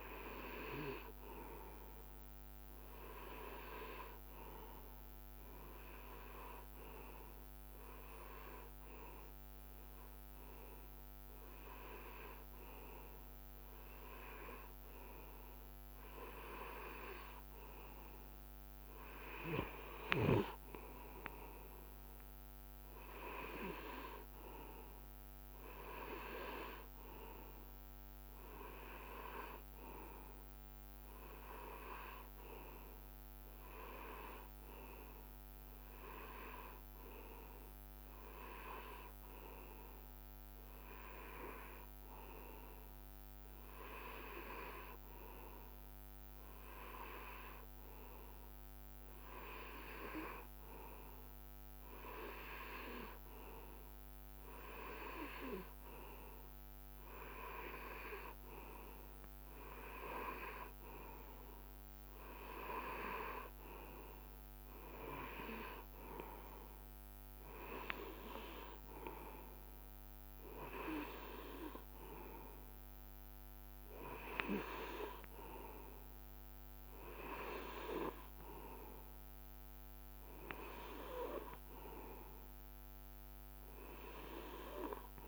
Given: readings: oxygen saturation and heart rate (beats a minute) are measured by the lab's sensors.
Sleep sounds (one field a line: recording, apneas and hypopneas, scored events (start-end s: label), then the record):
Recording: breathing in sleep by a microphone on the trachea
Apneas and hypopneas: 1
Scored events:
3.50-7.50 s: arousal
9.00-19.00 s: hypopnea (oxygen 97% before, 95% lowest, heart rate 72 before, 68 extreme, up 5 after)
20.50-25.00 s: arousal
From the record:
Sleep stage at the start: REM sleep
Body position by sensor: on the right side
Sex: male